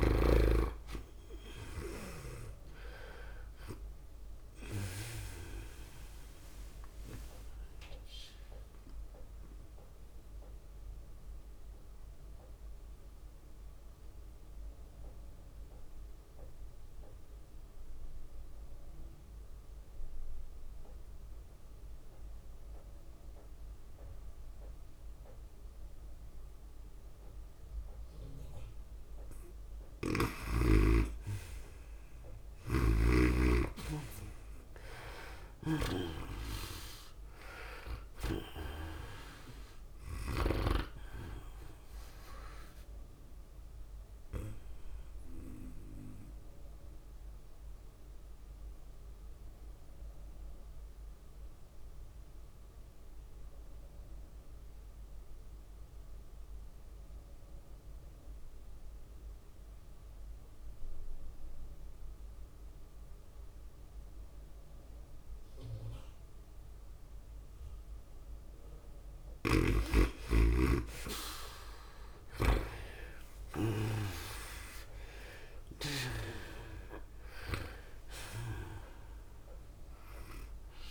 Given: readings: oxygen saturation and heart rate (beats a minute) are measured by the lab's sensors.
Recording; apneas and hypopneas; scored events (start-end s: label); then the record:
breathing in sleep by a room microphone; 2
0.00-2.00 s: arousal
0.00-14.00 s: tachycardia (device-marked, heart rate 105 extreme)
0.00-25.00 s: oxygen desaturation (device-marked, oxygen 83% lowest, heart rate 94 extreme)
5.00-19.00 s: drop in pulse transit time (device-marked, heart rate 102 before, 99 extreme)
9.00-29.50 s: mixed apnea (oxygen 98% before, 81% lowest, heart rate 103 before, 94 extreme, up 6 after)
27.00-53.00 s: oxygen desaturation (device-marked, oxygen 99% before, 83% lowest, heart rate 101 before, 94 extreme)
30.00-41.00 s: snoring (device-marked)
32.50-37.50 s: arousal
34.00-50.00 s: tachycardia (device-marked, heart rate 101 before, 106 extreme)
40.00-55.00 s: drop in pulse transit time (device-marked, heart rate 97 before, 99 extreme)
44.00-68.50 s: obstructive apnea (oxygen 99% before, 81% lowest, heart rate 99 before, 94 extreme, up 25 after)
66.00-80.91 s: oxygen desaturation (device-marked, oxygen 98% before, 81% lowest, heart rate 99 before, 94 extreme)
67.00-79.00 s: tachycardia (device-marked, heart rate 101 before, 119 extreme)
70.50-73.00 s: arousal
75.00-80.91 s: drop in pulse transit time (device-marked, heart rate 101 before, 94 extreme)
From the record:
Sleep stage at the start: N2 (light sleep); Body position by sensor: on the right side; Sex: female